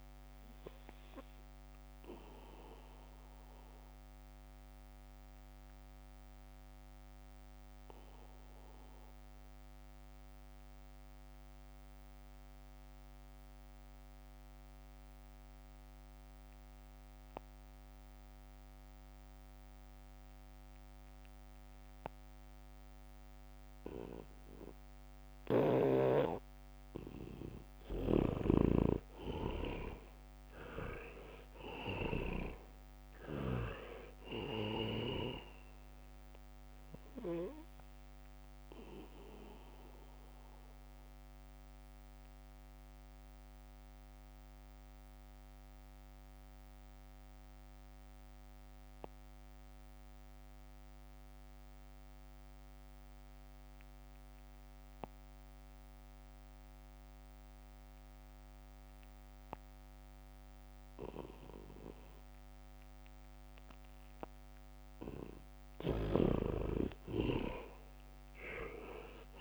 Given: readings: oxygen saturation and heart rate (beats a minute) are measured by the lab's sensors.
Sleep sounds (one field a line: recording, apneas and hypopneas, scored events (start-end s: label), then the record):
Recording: breathing in sleep by a microphone on the trachea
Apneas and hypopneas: 2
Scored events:
0.00-17.50 s: oxygen desaturation (device-marked, oxygen 77% lowest, heart rate 62 extreme)
3.00-27.50 s: obstructive apnea (oxygen 99% before, 75% lowest, heart rate 68 before, 65 extreme, up 2 after)
4.50-7.00 s: leg movement (device-marked)
16.00-18.50 s: leg movement (device-marked)
22.50-53.50 s: oxygen desaturation (device-marked, oxygen 98% before, 77% lowest, heart rate 72 before, 62 extreme)
28.50-32.50 s: snoring (device-marked)
29.50-33.00 s: arousal
39.50-64.00 s: obstructive apnea (oxygen 98% before, 75% lowest, heart rate 68 before, 62 extreme, up 7 after)
41.50-45.50 s: leg movement (device-marked)
58.50-62.00 s: leg movement (device-marked)
63.00-69.41 s: leg movement (device-marked)
65.50-69.41 s: oxygen desaturation (device-marked, oxygen 98% before, 75% lowest, heart rate 69 before, 62 extreme)
68.00-69.41 s: arousal
From the record:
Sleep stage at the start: N2 (light sleep)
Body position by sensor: on the back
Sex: male